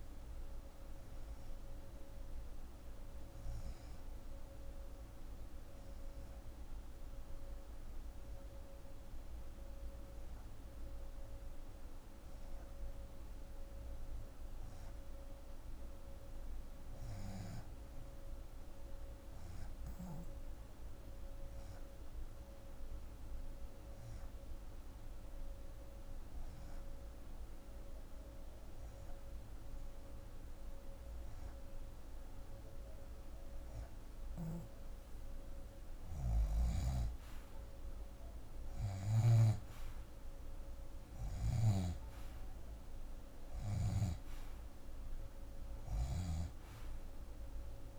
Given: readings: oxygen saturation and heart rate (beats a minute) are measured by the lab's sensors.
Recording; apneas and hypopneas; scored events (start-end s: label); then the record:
breathing in sleep by a room microphone; 1
3.00-34.50 s: hypopnea (oxygen 95% before, 82% lowest)
17.50-47.99 s: oxygen desaturation (device-marked, oxygen 94% before, 82% lowest)
36.50-39.50 s: arousal
38.50-43.50 s: snoring (device-marked)
From the record:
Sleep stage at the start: N2 (light sleep); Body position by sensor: on the left side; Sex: female